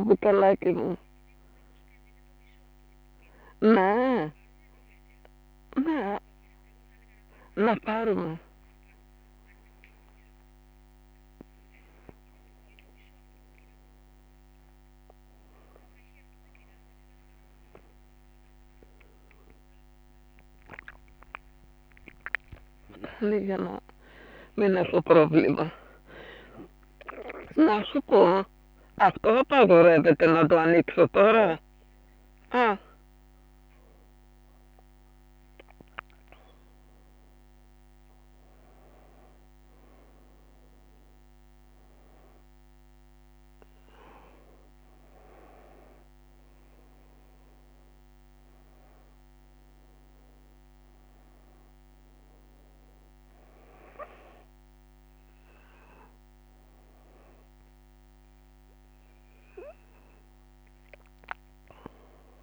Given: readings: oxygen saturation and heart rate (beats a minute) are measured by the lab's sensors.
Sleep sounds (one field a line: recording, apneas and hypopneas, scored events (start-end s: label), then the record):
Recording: a person awake in a sleep study, by a microphone on the trachea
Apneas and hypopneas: none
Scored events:
24.50-29.50 s: snoring (device-marked)
27.00-38.00 s: oxygen desaturation (device-marked, oxygen 96% before, 92% lowest, heart rate 171 before, 176 extreme)
From the record:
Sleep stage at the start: awake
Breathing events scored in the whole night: 125 in 4.8 hours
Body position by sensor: on the back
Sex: female